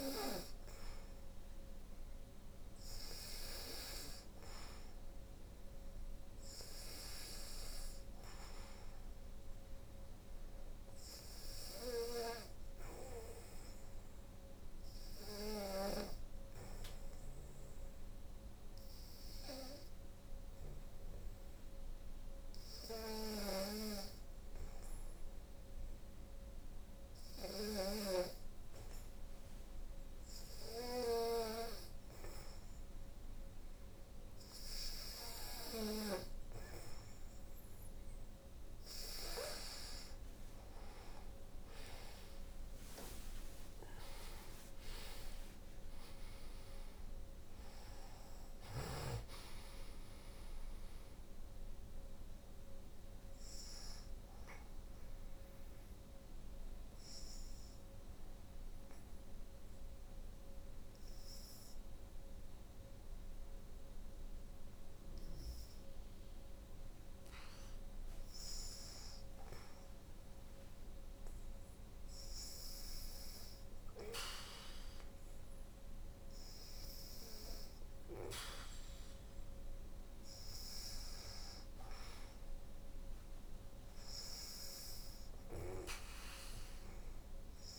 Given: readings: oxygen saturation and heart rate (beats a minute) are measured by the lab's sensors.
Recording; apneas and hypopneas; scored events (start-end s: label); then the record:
breathing in sleep by a room microphone; 2
5.00-27.00 s: oxygen desaturation (device-marked, oxygen 93% before, 86% lowest, heart rate 65 before, 63 extreme)
12.50-28.50 s: hypopnea (oxygen 93% before, 84% lowest, heart rate 65 before, 63 extreme, up 4 after)
38.00-75.00 s: oxygen desaturation (device-marked, oxygen 92% before, 84% lowest, heart rate 65 before, 59 extreme)
41.00-45.00 s: arousal
54.50-66.00 s: obstructive apnea (oxygen 92% before, 85% lowest, heart rate 82 before, 59 extreme, up 6 after)
69.50-72.50 s: arousal
From the record:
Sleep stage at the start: N2 (light sleep); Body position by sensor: on the back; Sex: female